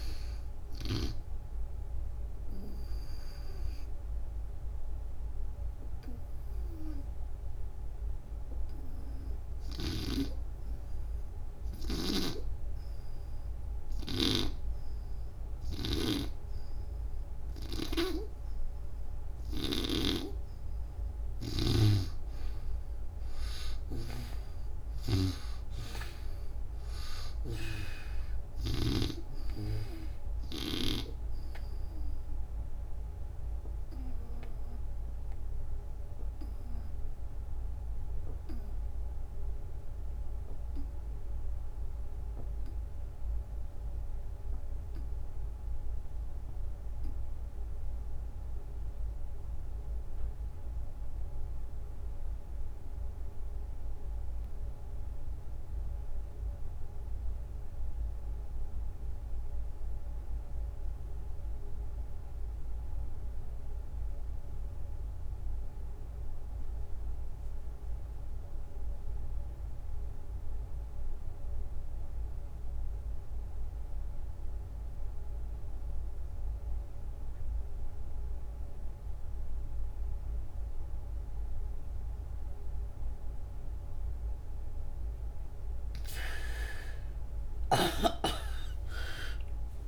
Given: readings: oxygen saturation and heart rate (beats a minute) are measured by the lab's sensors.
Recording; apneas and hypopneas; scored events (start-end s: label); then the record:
breathing in sleep by a room microphone; 2
0.00-19.50 s: oxygen desaturation (device-marked, oxygen 73% lowest, heart rate 63 extreme)
1.50-20.00 s: obstructive apnea (oxygen 98% before, 67% lowest, heart rate 92 before, 63 extreme, up 14 after)
22.00-26.50 s: arousal
27.50-42.50 s: oxygen desaturation (device-marked, oxygen 97% before, 82% lowest, heart rate 70 before, 64 extreme)
31.50-85.50 s: obstructive apnea (oxygen 97% before, 56% lowest, heart rate 74 before, 60 extreme, up 49 after)
44.50-89.88 s: oxygen desaturation (device-marked, oxygen 94% before, 56% lowest, heart rate 77 before, 60 extreme)
87.50-89.88 s: arousal
From the record:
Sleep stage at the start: REM sleep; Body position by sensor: on the back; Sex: female